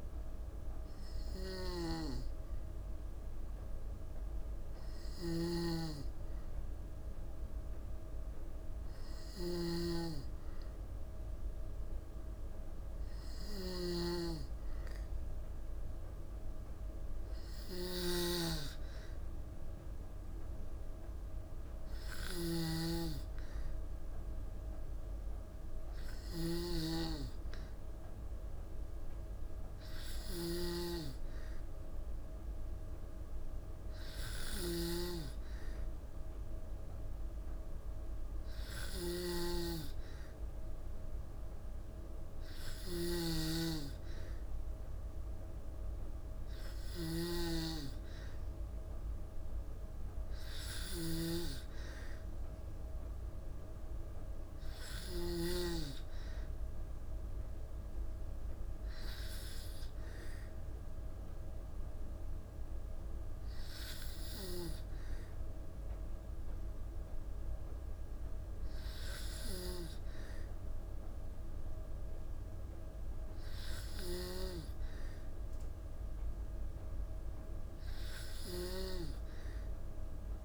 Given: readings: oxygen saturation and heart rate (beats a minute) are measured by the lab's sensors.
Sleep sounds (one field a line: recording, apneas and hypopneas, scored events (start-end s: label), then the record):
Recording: breathing in sleep by a room microphone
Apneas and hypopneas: none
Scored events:
0.00-55.00 s: snoring (device-marked)
69.00-80.45 s: snoring (device-marked)
From the record:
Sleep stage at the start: N2 (light sleep)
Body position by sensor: on the back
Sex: female